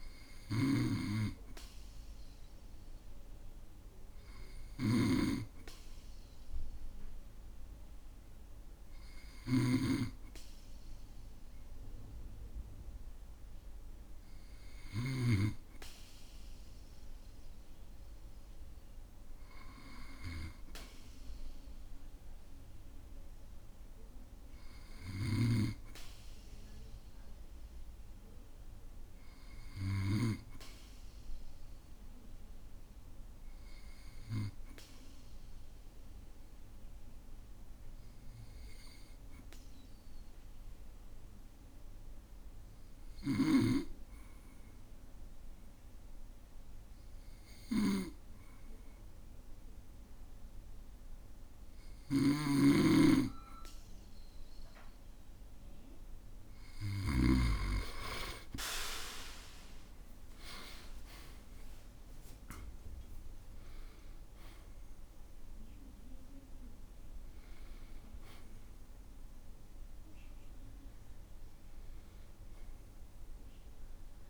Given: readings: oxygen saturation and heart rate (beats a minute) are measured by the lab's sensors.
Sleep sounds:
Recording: breathing in sleep by a room microphone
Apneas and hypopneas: 1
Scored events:
0.00-15.50 s: snoring (device-marked)
36.00-54.50 s: obstructive apnea (oxygen 96% before, 92% lowest, heart rate 58 before, 50 extreme, up 5 after)
52.00-57.50 s: snoring (device-marked)
57.50-61.50 s: arousal
58.50-73.50 s: oxygen desaturation (device-marked, oxygen 96% before, 92% lowest, heart rate 58 before, 50 extreme)
From the record:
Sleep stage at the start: N2 (light sleep)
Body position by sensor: on the back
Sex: male

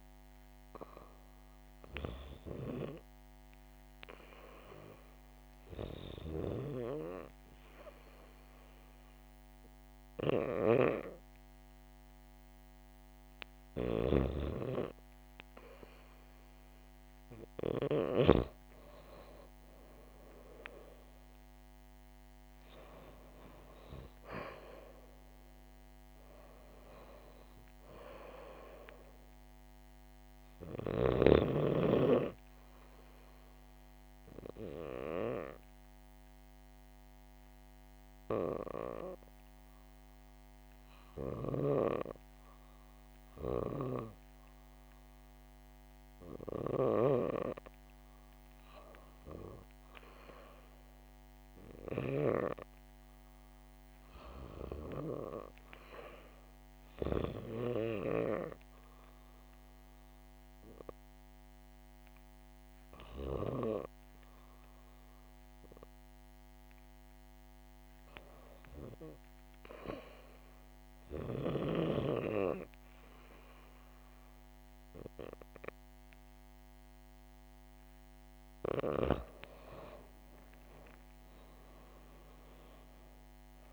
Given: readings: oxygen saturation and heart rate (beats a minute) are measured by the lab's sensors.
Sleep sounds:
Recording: breathing in sleep by a microphone on the trachea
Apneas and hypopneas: 1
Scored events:
0.00-3.50 s: oxygen desaturation (device-marked, oxygen 94% lowest, heart rate 62 extreme)
10.50-22.50 s: oxygen desaturation (device-marked, oxygen 95% before, 91% lowest, heart rate 68 before, 69 extreme)
23.00-27.50 s: arousal
32.50-47.00 s: hypopnea (oxygen 97% before, 95% lowest, heart rate 73 before, 69 extreme, up 1 after)
50.00-54.00 s: arousal
From the record:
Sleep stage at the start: REM sleep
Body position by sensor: on the back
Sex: female

